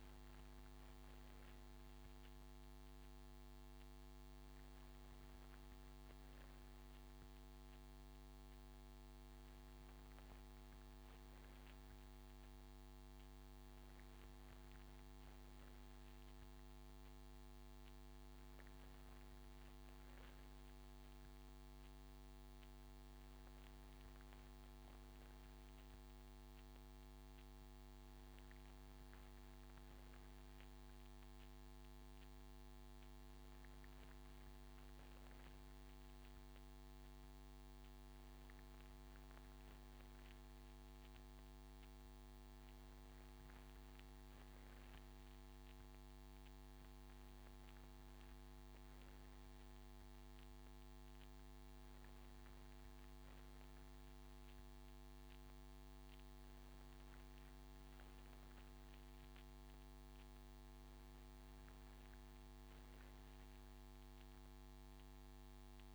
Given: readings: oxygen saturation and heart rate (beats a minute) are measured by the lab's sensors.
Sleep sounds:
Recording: breathing in sleep, hard to hear, by a microphone on the trachea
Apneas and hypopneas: none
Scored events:
43.00-65.94 s: new sleep stage, N3 (deep sleep)
From the record:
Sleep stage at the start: N2 (light sleep)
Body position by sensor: on the right side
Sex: male

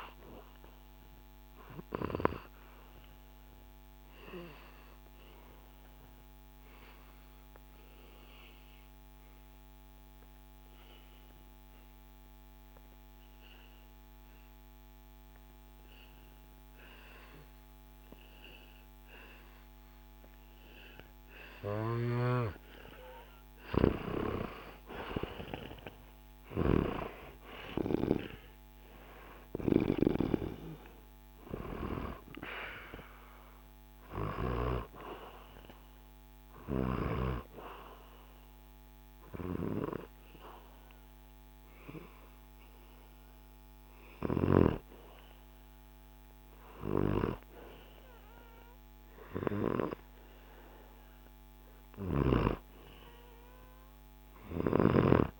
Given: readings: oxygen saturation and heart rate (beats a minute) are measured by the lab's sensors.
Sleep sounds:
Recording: breathing in sleep by a microphone on the trachea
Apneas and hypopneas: 2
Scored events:
0.00-15.00 s: oxygen desaturation (device-marked, oxygen 88% lowest, heart rate 60 extreme)
1.50-22.50 s: obstructive apnea (oxygen 96% before, 88% lowest, heart rate 64 before, 60 extreme, up 7 after)
23.00-28.00 s: arousal
29.00-46.00 s: oxygen desaturation (device-marked, oxygen 97% before, 89% lowest, heart rate 65 before, 66 extreme)
34.00-45.50 s: obstructive apnea (oxygen 97% before, 89% lowest, heart rate 65 before, 66 extreme, up 2 after)
48.00-52.00 s: arousal
51.50-55.00 s: snoring (device-marked)
From the record:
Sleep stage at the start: N2 (light sleep)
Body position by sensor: on the back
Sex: male

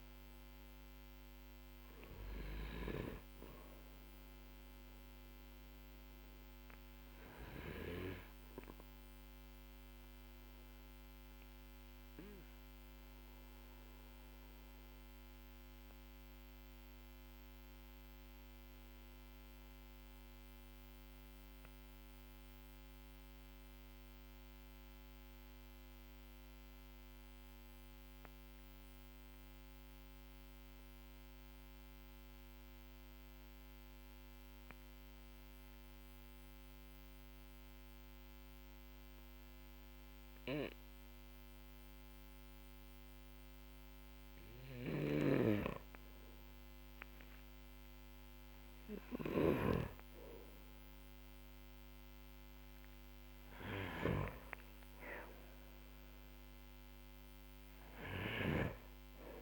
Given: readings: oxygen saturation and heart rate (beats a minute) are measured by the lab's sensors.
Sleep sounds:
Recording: breathing in sleep by a microphone on the trachea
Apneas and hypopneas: 1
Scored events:
11.00-43.50 s: mixed apnea (oxygen 97% before, 93% lowest, heart rate 45 before, 46 extreme, up 8 after)
44.00-49.00 s: snoring (device-marked)
46.50-51.50 s: arousal
From the record:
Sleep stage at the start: N2 (light sleep)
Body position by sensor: on the back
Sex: male

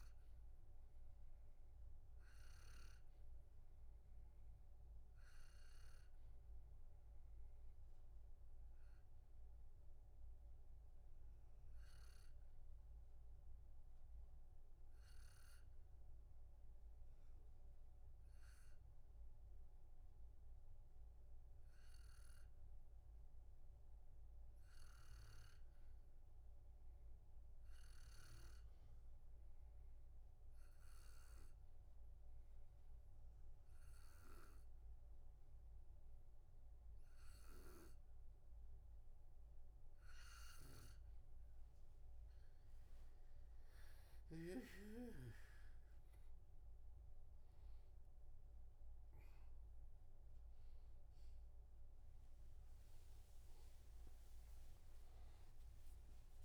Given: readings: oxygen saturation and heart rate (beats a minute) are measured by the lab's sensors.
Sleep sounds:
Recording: breathing in sleep by a room microphone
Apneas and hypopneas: 1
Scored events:
0.00-8.00 s: oxygen desaturation (device-marked, oxygen 93% lowest, heart rate 60 extreme)
4.00-38.50 s: hypopnea (oxygen 97% before, 91% lowest, heart rate 64 before, 60 extreme, up 6 after)
43.00-56.45 s: new sleep stage, awake
48.00-56.45 s: oxygen desaturation (device-marked, oxygen 95% before, 91% lowest, heart rate 64 before, 64 extreme)
From the record:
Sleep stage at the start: N2 (light sleep)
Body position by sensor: on the back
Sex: male

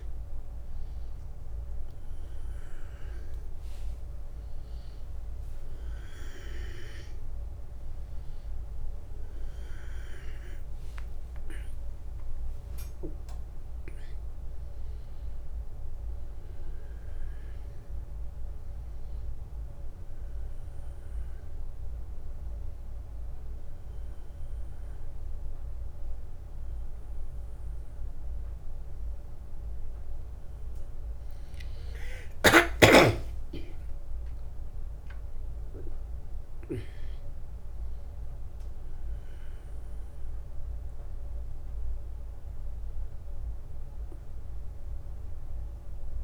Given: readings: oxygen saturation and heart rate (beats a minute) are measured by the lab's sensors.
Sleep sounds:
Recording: a person awake in a sleep study, by a room microphone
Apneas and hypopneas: none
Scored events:
none scored
From the record:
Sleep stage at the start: awake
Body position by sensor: on the back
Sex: male

